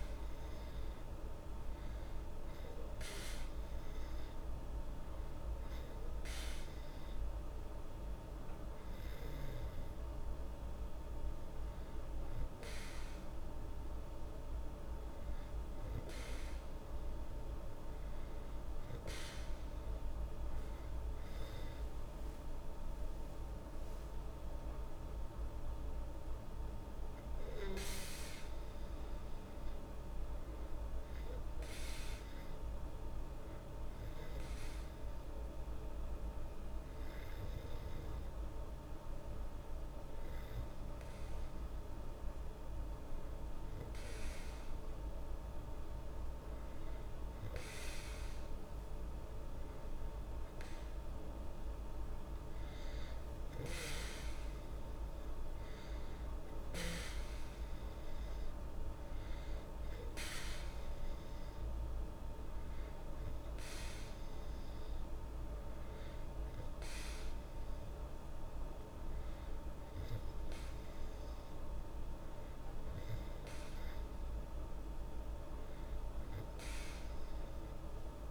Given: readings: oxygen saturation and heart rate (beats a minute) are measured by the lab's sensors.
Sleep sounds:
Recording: breathing in sleep, hard to hear, by a room microphone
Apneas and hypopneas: none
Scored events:
none scored
From the record:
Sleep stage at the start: N2 (light sleep)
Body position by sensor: on the back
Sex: female

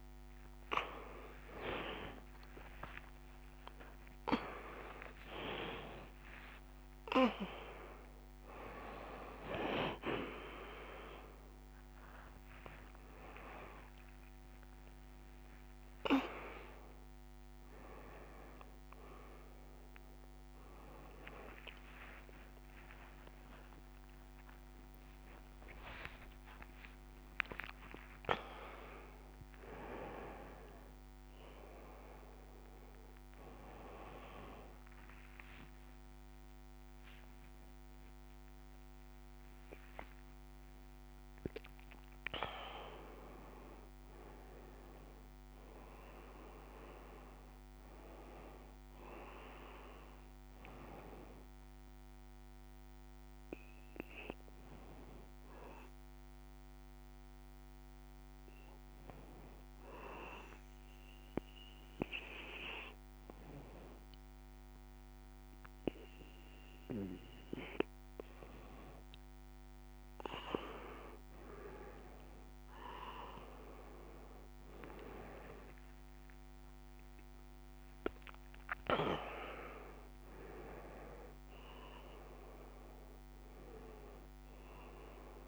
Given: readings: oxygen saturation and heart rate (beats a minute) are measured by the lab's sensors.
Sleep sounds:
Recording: a person awake in a sleep study, by a microphone on the trachea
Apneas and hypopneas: 1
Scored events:
53.00-85.48 s: new sleep stage, N2 (light sleep)
55.50-67.00 s: hypopnea (oxygen 95% before, 93% lowest, heart rate 87 before, 67 extreme, up 38 after)
70.50-76.50 s: arousal
From the record:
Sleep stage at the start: awake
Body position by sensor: on the right side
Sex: female

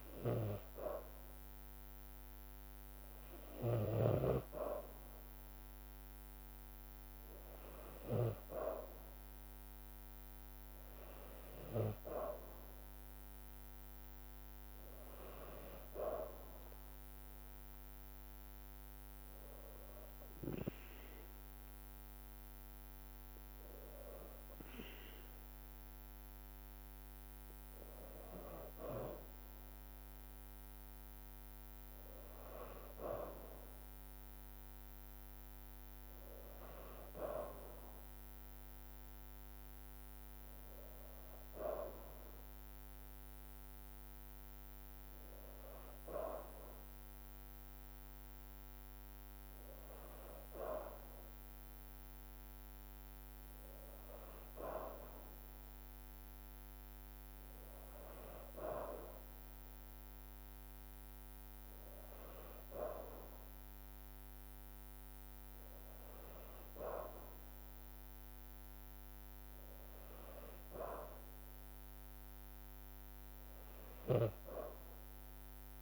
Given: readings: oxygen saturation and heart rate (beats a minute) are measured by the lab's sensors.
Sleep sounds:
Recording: breathing in sleep by a microphone on the trachea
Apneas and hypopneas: none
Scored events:
0.00-4.00 s: snoring (device-marked)
From the record:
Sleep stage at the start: N2 (light sleep)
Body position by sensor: on the back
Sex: female

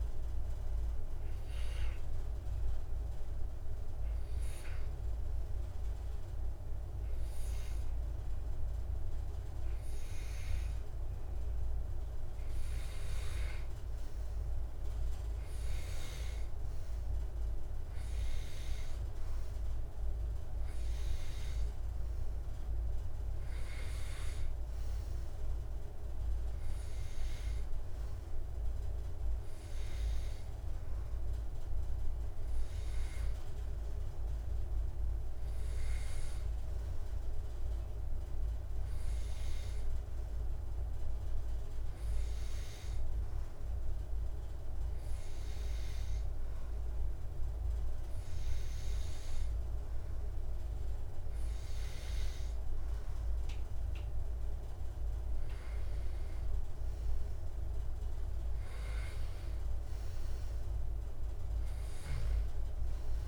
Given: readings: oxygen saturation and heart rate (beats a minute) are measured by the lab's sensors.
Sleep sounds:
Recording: breathing in sleep, hard to hear, by a room microphone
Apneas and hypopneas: 1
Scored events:
2.50-13.50 s: hypopnea (oxygen 98% before, 92% lowest, heart rate 90 before, 76 extreme, up 2 after)
7.50-28.50 s: oxygen desaturation (device-marked, oxygen 97% before, 93% lowest, heart rate 84 before, 76 extreme)
15.50-19.50 s: arousal
From the record:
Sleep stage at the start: N2 (light sleep)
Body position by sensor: on the back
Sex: male

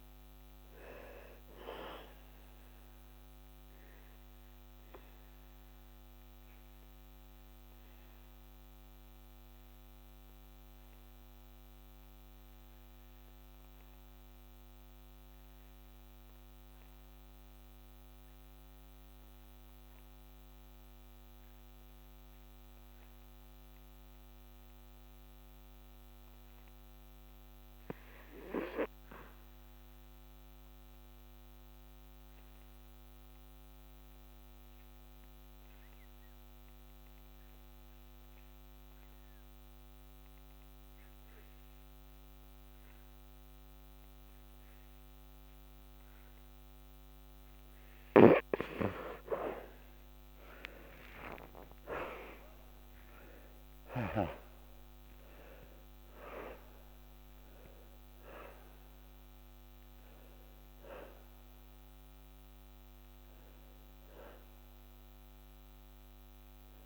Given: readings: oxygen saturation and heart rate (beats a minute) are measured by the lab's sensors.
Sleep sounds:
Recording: breathing in sleep by a microphone on the trachea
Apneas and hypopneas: 1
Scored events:
0.00-21.50 s: oxygen desaturation (device-marked, oxygen 85% lowest, heart rate 61 extreme)
2.00-46.00 s: obstructive apnea (oxygen 94% before, 72% lowest, heart rate 74 before, 61 extreme, up 14 after)
28.50-66.86 s: oxygen desaturation (device-marked, oxygen 97% before, 77% lowest, heart rate 72 before, 64 extreme)
48.00-52.00 s: arousal
From the record:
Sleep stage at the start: N2 (light sleep)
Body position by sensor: on the back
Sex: male

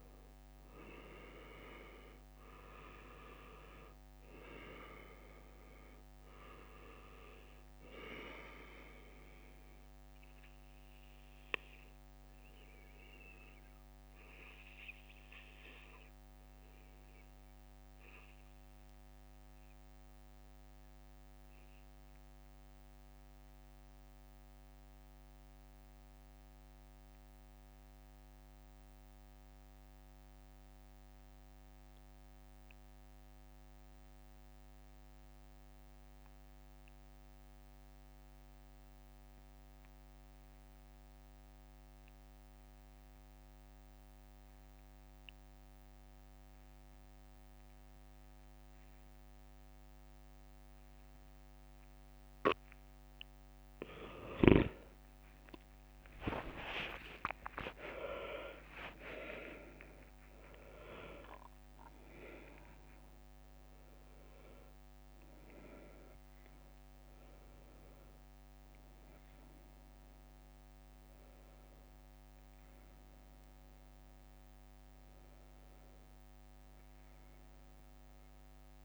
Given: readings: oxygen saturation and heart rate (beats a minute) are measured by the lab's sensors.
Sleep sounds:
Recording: breathing in sleep by a microphone on the trachea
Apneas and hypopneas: 1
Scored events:
11.00-52.00 s: obstructive apnea (oxygen 97% before, 84% lowest, heart rate 67 before, 65 extreme, up 8 after)
38.00-73.00 s: oxygen desaturation (device-marked, oxygen 97% before, 84% lowest, heart rate 65 before, 64 extreme)
53.50-55.50 s: leg movement (device-marked)
54.50-58.50 s: arousal
57.00-59.00 s: leg movement (device-marked)
From the record:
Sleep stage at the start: N2 (light sleep)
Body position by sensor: on the back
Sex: male

